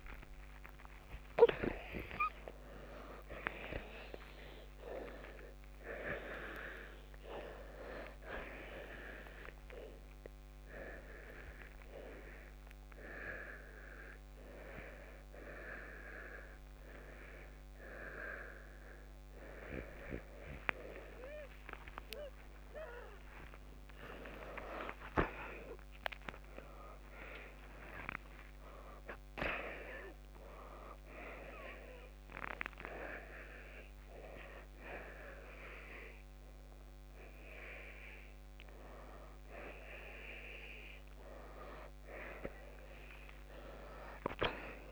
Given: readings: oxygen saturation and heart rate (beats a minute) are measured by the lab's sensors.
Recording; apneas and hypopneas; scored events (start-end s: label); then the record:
a person awake in a sleep study, by a microphone on the trachea; none
10.00-27.00 s: oxygen desaturation (device-marked, oxygen 92% before, 89% lowest, heart rate 111 before, 90 extreme)
From the record:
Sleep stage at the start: awake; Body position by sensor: upright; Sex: male